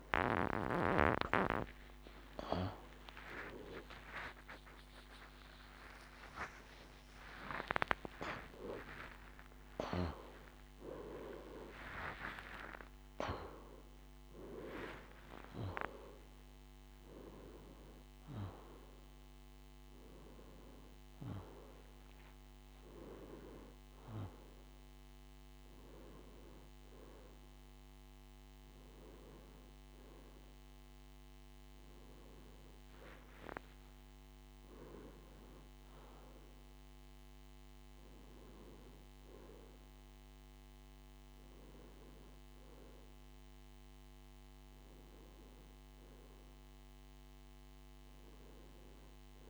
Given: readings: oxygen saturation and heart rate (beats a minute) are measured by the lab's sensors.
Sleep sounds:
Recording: a person awake in a sleep study, by a microphone on the trachea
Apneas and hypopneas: none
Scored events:
25.00-49.49 s: new sleep stage, N1 (lightest sleep)
From the record:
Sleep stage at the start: awake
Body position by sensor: on the left side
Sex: male

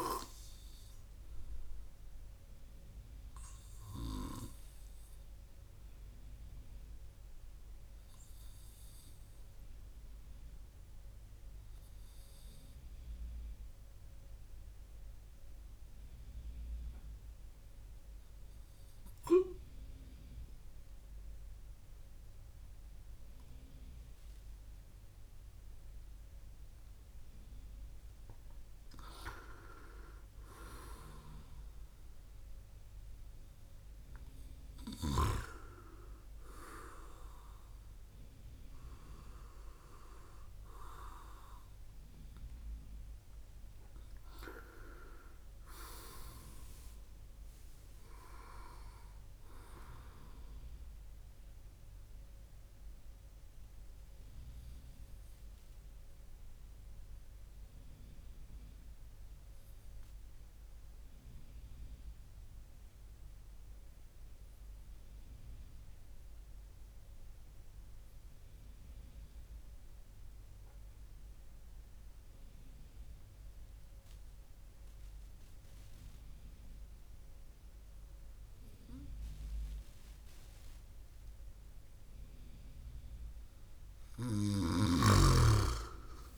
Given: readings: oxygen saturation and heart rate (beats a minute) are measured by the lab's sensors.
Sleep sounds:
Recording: breathing in sleep by a room microphone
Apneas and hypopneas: 2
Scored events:
11.50-26.00 s: obstructive apnea (oxygen 98% before, 97% lowest)
27.00-30.50 s: arousal
51.50-82.00 s: obstructive apnea (oxygen 100% before, 96% lowest, heart rate 58 before, 26 extreme, up 18 after)
84.00-86.38 s: snoring (device-marked)
85.00-86.38 s: arousal
From the record:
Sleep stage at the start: N2 (light sleep)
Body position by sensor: on the right side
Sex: male

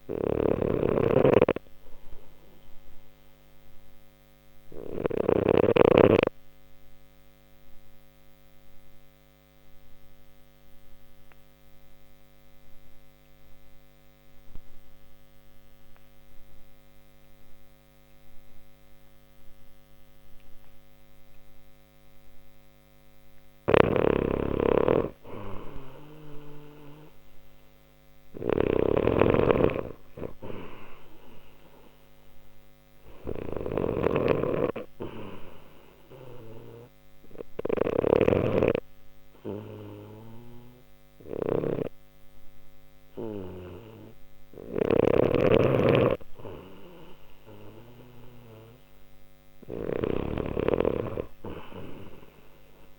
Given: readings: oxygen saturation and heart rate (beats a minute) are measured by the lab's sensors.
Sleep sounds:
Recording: breathing in sleep by a microphone on the trachea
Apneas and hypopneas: 2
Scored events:
0.00-5.00 s: snoring (device-marked)
3.50-22.50 s: obstructive apnea (oxygen 94% before, 90% lowest, heart rate 61 before, 59 extreme, up 1 after)
23.00-52.99 s: snoring (device-marked)
24.50-52.99 s: oxygen desaturation (device-marked, oxygen 97% before, 90% lowest, heart rate 61 before, 59 extreme)
26.00-30.00 s: arousal
36.00-48.50 s: hypopnea (oxygen 97% before, 90% lowest, heart rate 61 before, 61 extreme, up 1 after)
51.50-52.99 s: arousal
From the record:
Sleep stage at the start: N2 (light sleep)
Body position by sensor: on the left side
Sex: male

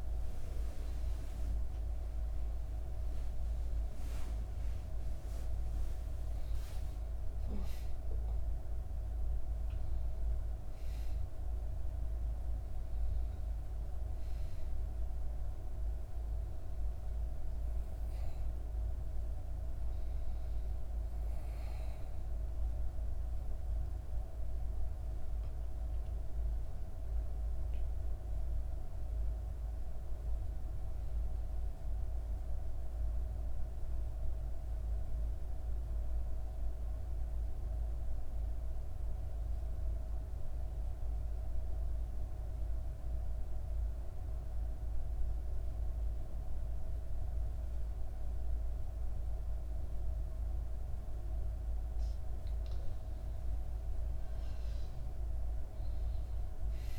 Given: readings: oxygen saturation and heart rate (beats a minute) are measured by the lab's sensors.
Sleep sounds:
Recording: breathing in sleep, hard to hear, by a room microphone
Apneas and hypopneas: 1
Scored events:
0.00-1.50 s: arousal
0.00-20.50 s: oxygen desaturation (device-marked, oxygen 92% lowest, heart rate 62 extreme)
23.50-27.50 s: arousal
32.00-51.50 s: obstructive apnea (oxygen 97% before, 89% lowest, heart rate 66 before, 59 extreme, up 5 after)
45.50-56.99 s: oxygen desaturation (device-marked, oxygen 97% before, 89% lowest, heart rate 65 before, 59 extreme)
52.50-56.99 s: arousal
From the record:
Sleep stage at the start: N2 (light sleep)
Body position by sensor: on the back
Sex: female

